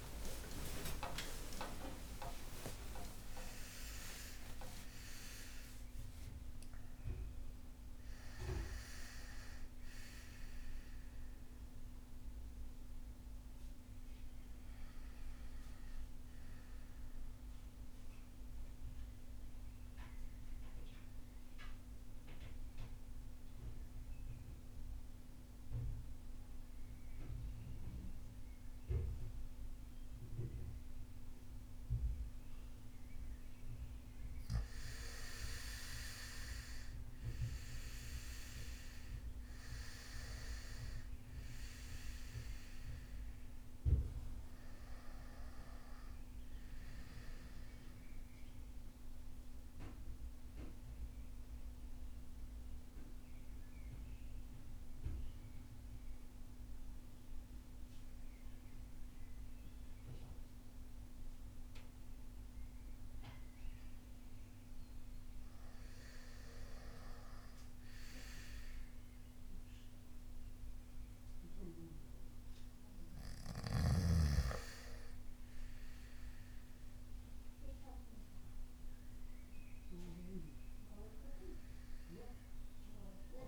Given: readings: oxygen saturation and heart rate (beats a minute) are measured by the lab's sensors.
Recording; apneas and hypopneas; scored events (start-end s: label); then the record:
breathing in sleep by a room microphone; 2
0.00-2.50 s: arousal
9.00-20.00 s: oxygen desaturation (device-marked, oxygen 96% before, 91% lowest, heart rate 85 before, 51 extreme)
15.00-75.00 s: new sleep stage, N2 (light sleep)
16.50-33.50 s: central apnea (oxygen 98% before, 90% lowest, heart rate 115 before, 49 extreme, up 12 after)
35.00-39.50 s: arousal
38.00-60.00 s: oxygen desaturation (device-marked, oxygen 99% before, 90% lowest, heart rate 57 before, 48 extreme)
48.50-63.50 s: obstructive apnea (oxygen 99% before, 90% lowest, heart rate 57 before, 48 extreme, up 7 after)
65.50-69.50 s: arousal
75.00-83.48 s: new sleep stage, REM sleep
76.00-83.48 s: oxygen desaturation (device-marked, oxygen 99% before, 93% lowest, heart rate 53 before, 53 extreme)
From the record:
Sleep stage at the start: N1 (lightest sleep); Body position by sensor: on the back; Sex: male